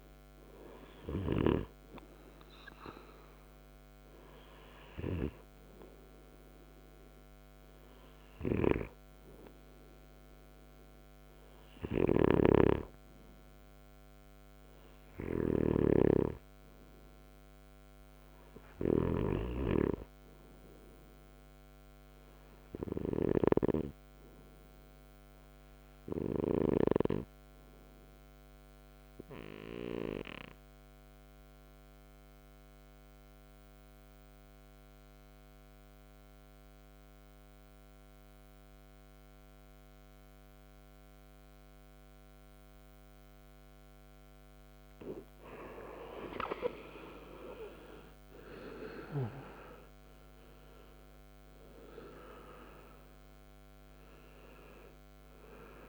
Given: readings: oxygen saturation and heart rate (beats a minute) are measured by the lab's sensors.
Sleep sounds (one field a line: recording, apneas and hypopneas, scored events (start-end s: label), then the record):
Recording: breathing in sleep by a microphone on the trachea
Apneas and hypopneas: 1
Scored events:
20.00-24.50 s: arousal
28.00-44.50 s: obstructive apnea (oxygen 97% before, 90% lowest, heart rate 62 before, 57 extreme, up 22 after)
40.00-55.89 s: oxygen desaturation (device-marked, oxygen 96% before, 90% lowest, heart rate 61 before, 58 extreme)
47.00-50.50 s: arousal
From the record:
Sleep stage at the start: N2 (light sleep)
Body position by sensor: on the right side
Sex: male